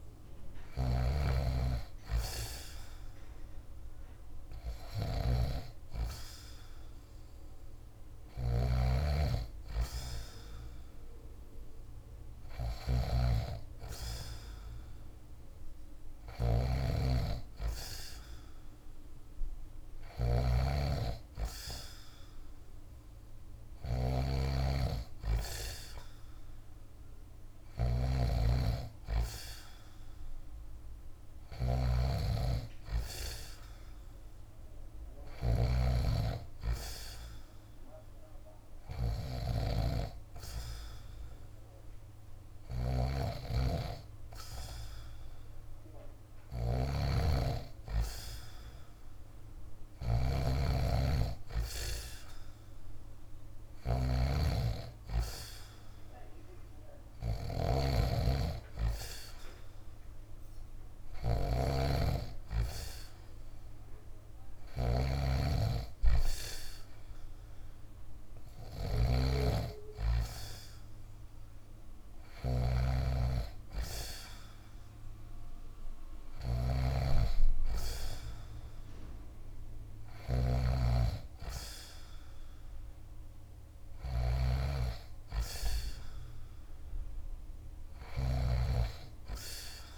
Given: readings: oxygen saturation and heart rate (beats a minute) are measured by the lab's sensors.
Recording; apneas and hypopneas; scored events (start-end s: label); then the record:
breathing in sleep by a room microphone; none
0.00-89.98 s: snoring (device-marked)
From the record:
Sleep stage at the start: N2 (light sleep); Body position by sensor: on the back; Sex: male